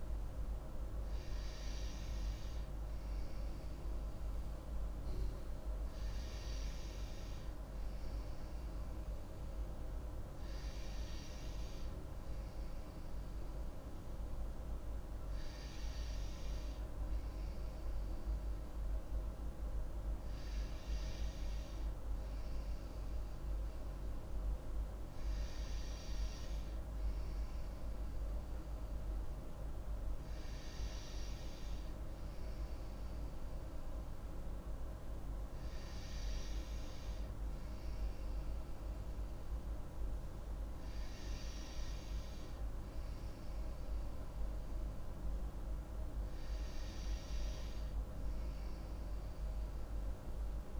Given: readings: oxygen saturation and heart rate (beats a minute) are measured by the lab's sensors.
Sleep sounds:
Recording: breathing in sleep, hard to hear, by a room microphone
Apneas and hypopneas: none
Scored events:
none scored
From the record:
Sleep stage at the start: N2 (light sleep)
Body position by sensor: on the right side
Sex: female

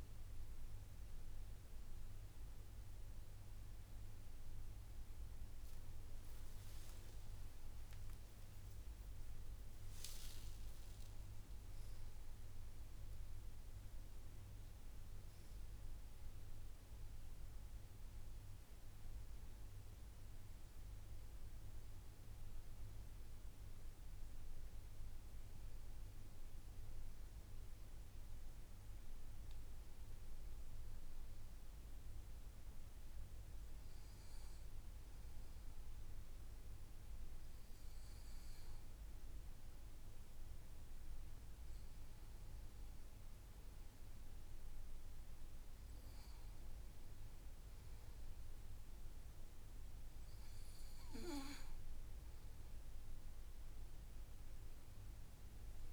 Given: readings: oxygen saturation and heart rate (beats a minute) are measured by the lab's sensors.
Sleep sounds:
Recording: breathing in sleep, hard to hear, by a room microphone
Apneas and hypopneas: none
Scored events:
6.50-11.50 s: arousal
53.50-55.93 s: new sleep stage, N2 (light sleep)
From the record:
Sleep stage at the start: N1 (lightest sleep)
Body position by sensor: on the back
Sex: male

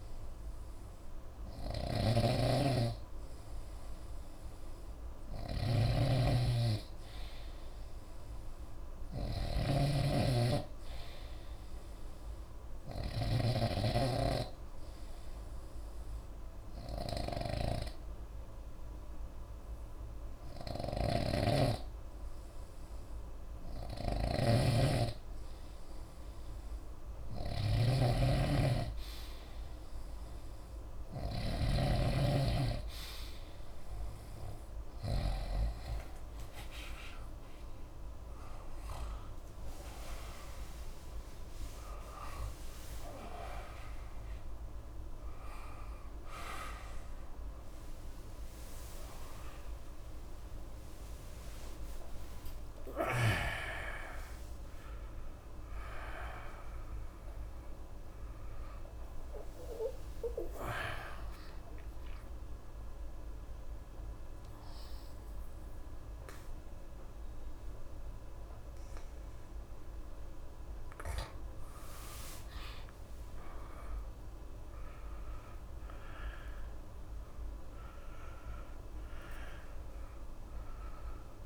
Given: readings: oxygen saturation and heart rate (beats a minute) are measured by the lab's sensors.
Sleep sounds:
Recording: a person partly awake in a sleep study, by a room microphone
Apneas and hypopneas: 1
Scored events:
0.00-35.50 s: snoring (device-marked)
14.00-25.00 s: obstructive apnea (oxygen 93% before, 90% lowest, heart rate 63 before, 61 extreme, up 2 after)
36.50-48.50 s: oxygen desaturation (device-marked, oxygen 93% before, 90% lowest)
43.50-73.50 s: new sleep stage, awake
73.50-81.46 s: new sleep stage, N2 (light sleep)
From the record:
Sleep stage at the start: N3 (deep sleep)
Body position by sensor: on the right side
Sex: male

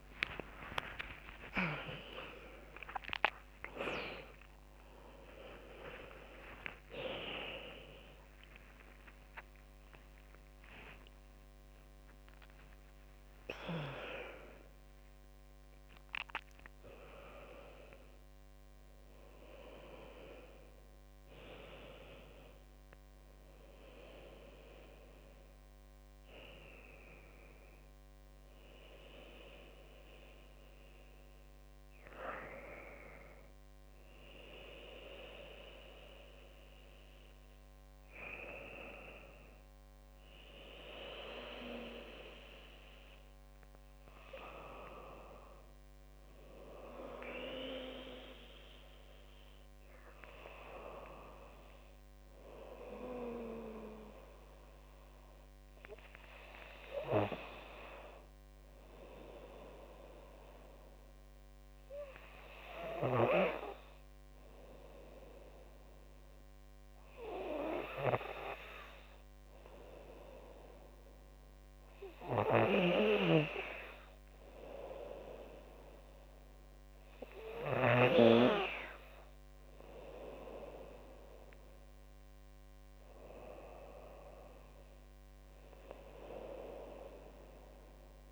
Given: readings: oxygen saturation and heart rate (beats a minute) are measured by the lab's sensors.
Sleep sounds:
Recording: a person partly awake in a sleep study, by a microphone on the trachea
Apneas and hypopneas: none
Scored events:
0.00-18.50 s: tachycardia (device-marked, heart rate 174 extreme)
2.00-4.00 s: long interval between heartbeats (device-marked, heart rate 99 before, 159 extreme)
5.50-7.50 s: long interval between heartbeats (device-marked, heart rate 114 before, 165 extreme)
18.50-32.50 s: drop in pulse transit time (device-marked, heart rate 134 before, 86 extreme)
21.50-51.50 s: new sleep stage, N1 (lightest sleep)
23.50-29.50 s: oxygen desaturation (device-marked, oxygen 98% before, 94% lowest, heart rate 125 before, 75 extreme)
51.50-88.32 s: new sleep stage, N2 (light sleep)
From the record:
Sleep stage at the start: awake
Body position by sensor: on the left side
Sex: female

